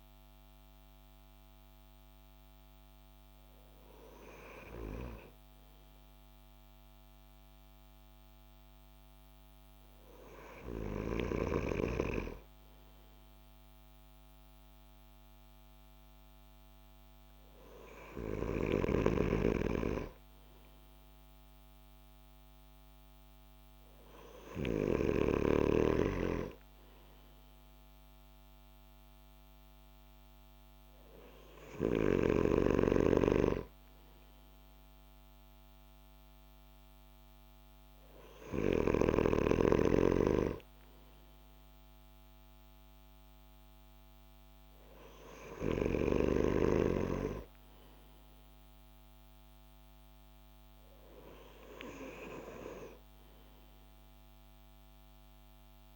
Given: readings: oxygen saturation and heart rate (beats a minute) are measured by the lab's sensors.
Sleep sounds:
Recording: breathing in sleep by a microphone on the trachea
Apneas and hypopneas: none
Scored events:
none scored
From the record:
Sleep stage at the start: N2 (light sleep)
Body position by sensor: on the back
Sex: male

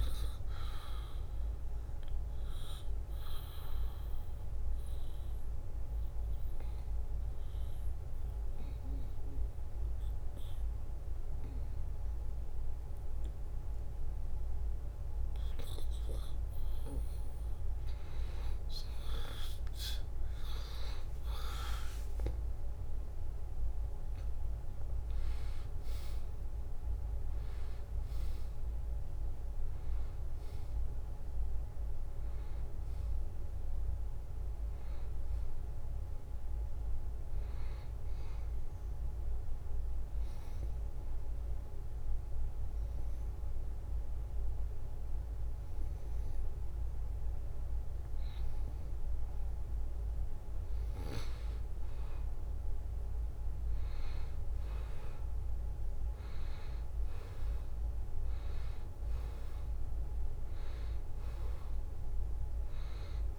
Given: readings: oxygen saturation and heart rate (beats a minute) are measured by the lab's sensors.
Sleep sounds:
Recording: breathing in sleep, hard to hear, by a room microphone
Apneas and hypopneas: 2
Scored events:
1.00-17.00 s: obstructive apnea (oxygen 94% before, 89% lowest, heart rate 72 before, 73 extreme, up 2 after)
21.50-25.50 s: arousal
24.50-42.50 s: oxygen desaturation (device-marked, oxygen 94% before, 89% lowest, heart rate 74 before, 70 extreme)
40.00-51.00 s: obstructive apnea (oxygen 94% before, 89% lowest, heart rate 76 before, 70 extreme, up 1 after)
53.00-56.50 s: arousal
59.50-63.39 s: oxygen desaturation (device-marked, oxygen 95% before, 89% lowest, heart rate 72 before, 70 extreme)
61.50-63.39 s: drop in pulse transit time (device-marked, heart rate 72 before, 73 extreme)
From the record:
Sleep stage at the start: N2 (light sleep)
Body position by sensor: on the back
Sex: male

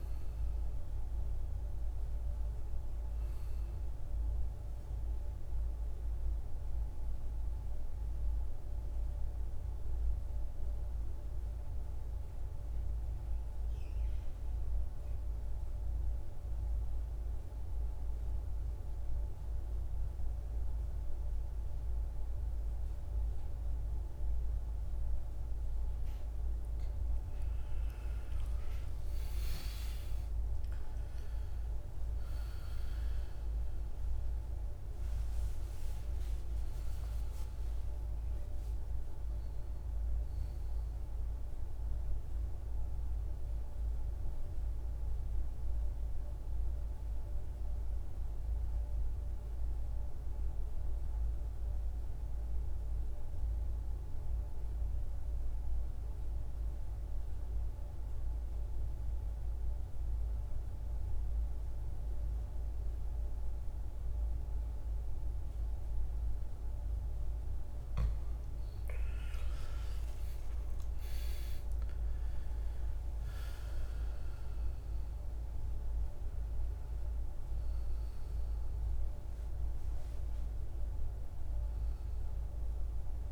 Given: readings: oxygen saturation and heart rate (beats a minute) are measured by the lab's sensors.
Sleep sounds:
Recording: breathing in sleep, hard to hear, by a room microphone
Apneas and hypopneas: 2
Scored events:
2.00-16.00 s: oxygen desaturation (device-marked, oxygen 96% before, 91% lowest, heart rate 63 before, 57 extreme)
7.00-26.50 s: mixed apnea (oxygen 96% before, 85% lowest, heart rate 62 before, 55 extreme, up 15 after)
28.00-50.00 s: oxygen desaturation (device-marked, oxygen 97% before, 86% lowest, heart rate 58 before, 55 extreme)
28.50-34.00 s: arousal
44.50-67.00 s: mixed apnea (oxygen 97% before, 85% lowest, heart rate 67 before, 55 extreme, up 17 after)
67.00-83.32 s: oxygen desaturation (device-marked, oxygen 98% before, 85% lowest, heart rate 55 before, 54 extreme)
69.00-74.50 s: arousal
From the record:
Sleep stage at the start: N2 (light sleep)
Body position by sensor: on the back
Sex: male

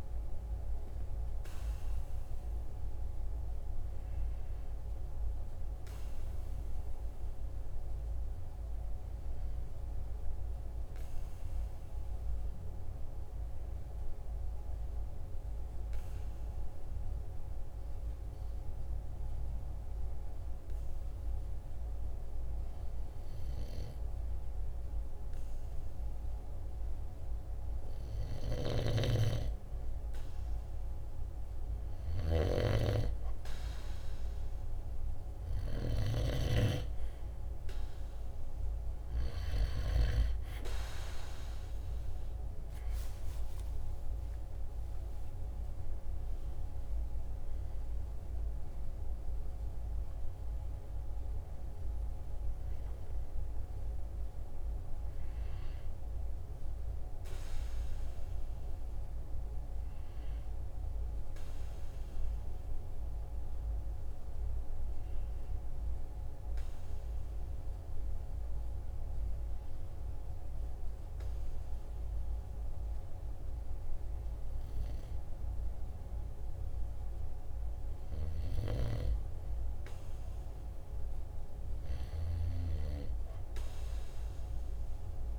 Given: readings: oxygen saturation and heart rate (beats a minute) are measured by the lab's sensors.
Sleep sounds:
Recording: breathing in sleep by a room microphone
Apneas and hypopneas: 2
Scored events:
0.00-15.00 s: oxygen desaturation (device-marked, oxygen 93% lowest, heart rate 44 extreme)
5.00-29.00 s: obstructive apnea (oxygen 97% before, 94% lowest, heart rate 48 before, 45 extreme, up 2 after)
31.50-36.00 s: arousal
32.00-40.00 s: snoring (device-marked)
38.00-61.00 s: oxygen desaturation (device-marked, oxygen 97% before, 94% lowest, heart rate 47 before, 44 extreme)
62.00-77.50 s: obstructive apnea (oxygen 97% before, 95% lowest, heart rate 48 before, 44 extreme, up 4 after)
82.00-85.00 s: arousal
From the record:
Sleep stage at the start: N2 (light sleep)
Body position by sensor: on the right side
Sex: male

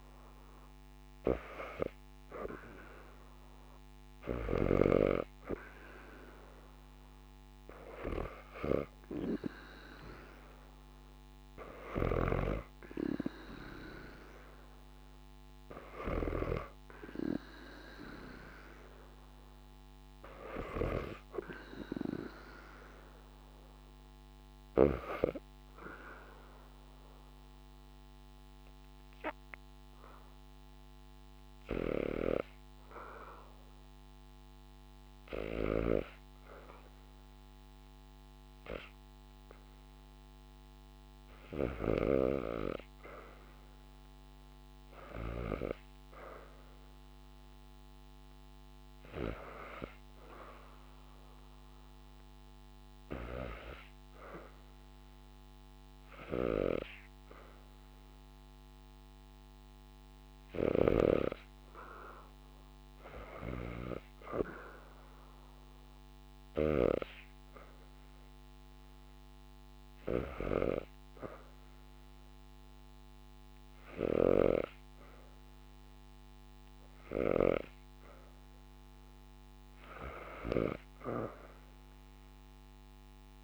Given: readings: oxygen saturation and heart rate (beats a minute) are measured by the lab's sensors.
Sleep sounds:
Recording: breathing in sleep by a microphone on the trachea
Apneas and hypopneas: 1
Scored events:
0.00-12.00 s: oxygen desaturation (device-marked, oxygen 74% lowest, heart rate 72 extreme)
11.50-16.00 s: snoring (device-marked)
13.50-17.50 s: arousal
14.00-30.00 s: oxygen desaturation (device-marked, oxygen 87% before, 79% lowest, heart rate 77 before, 76 extreme)
24.50-37.50 s: hypopnea (oxygen 92% before, 87% lowest, heart rate 80 before, 78 extreme)
40.00-44.00 s: arousal
49.00-77.00 s: oxygen desaturation (device-marked, oxygen 96% before, 88% lowest, heart rate 82 before, 77 extreme)
60.00-66.50 s: snoring (device-marked)
79.00-83.44 s: oxygen desaturation (device-marked, oxygen 90% before, 87% lowest, heart rate 77 before, 77 extreme)
From the record:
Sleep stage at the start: REM sleep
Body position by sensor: on the back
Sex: female

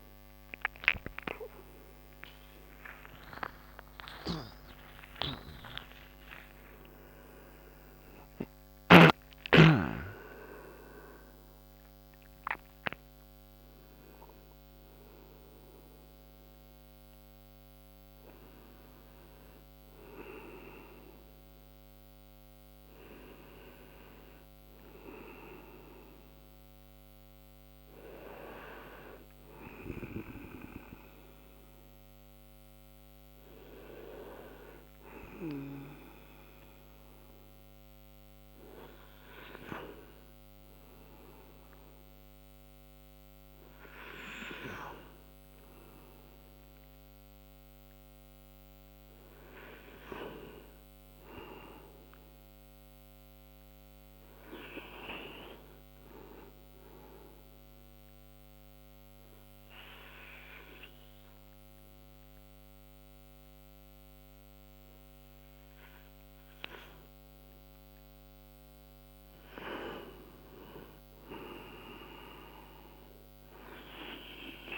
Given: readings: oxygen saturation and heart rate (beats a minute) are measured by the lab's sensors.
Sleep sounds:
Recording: breathing in sleep by a microphone on the trachea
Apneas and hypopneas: 1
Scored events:
0.00-5.00 s: arousal
40.50-45.00 s: arousal
57.00-68.00 s: obstructive apnea (oxygen 97% before, 92% lowest)
69.50-73.50 s: arousal
From the record:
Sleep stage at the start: N2 (light sleep)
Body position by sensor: on the right side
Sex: male

